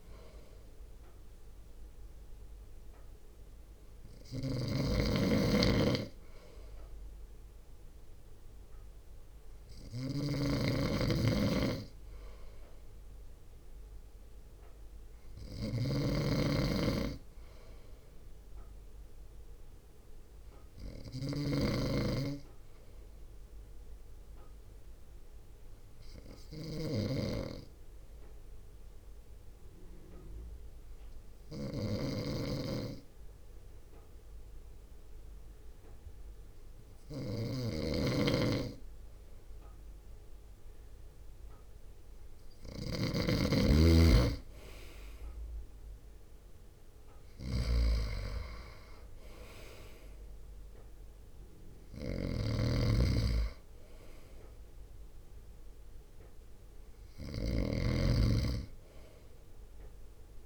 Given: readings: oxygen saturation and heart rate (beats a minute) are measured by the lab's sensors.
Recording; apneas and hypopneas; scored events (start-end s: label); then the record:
breathing in sleep by a room microphone; 1
0.00-15.50 s: drop in pulse transit time (device-marked, heart rate 53 extreme)
4.50-60.46 s: snoring (device-marked)
16.50-20.00 s: arousal
23.00-37.50 s: hypopnea (oxygen 96% before, 95% lowest, heart rate 56 before, 55 extreme, up 0 after)
41.50-45.50 s: arousal
46.50-60.46 s: drop in pulse transit time (device-marked, heart rate 56 before, 55 extreme)
From the record:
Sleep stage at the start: N2 (light sleep); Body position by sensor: on the front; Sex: male